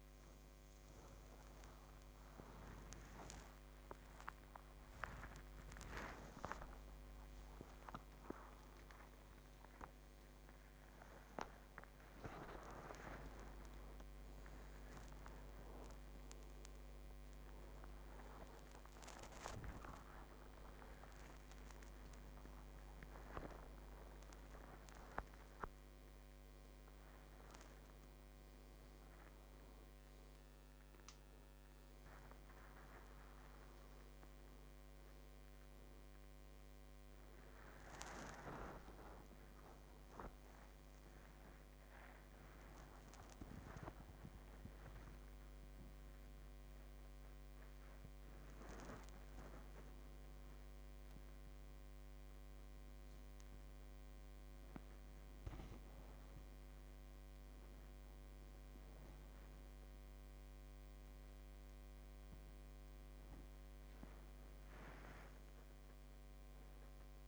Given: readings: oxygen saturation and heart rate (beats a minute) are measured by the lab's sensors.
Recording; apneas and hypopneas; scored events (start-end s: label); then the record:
a person awake in a sleep study, by a microphone on the trachea; none
16.50-29.50 s: oxygen desaturation (device-marked, oxygen 100% before, 96% lowest, heart rate 87 before, 76 extreme)
From the record:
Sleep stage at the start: awake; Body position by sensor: upright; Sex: male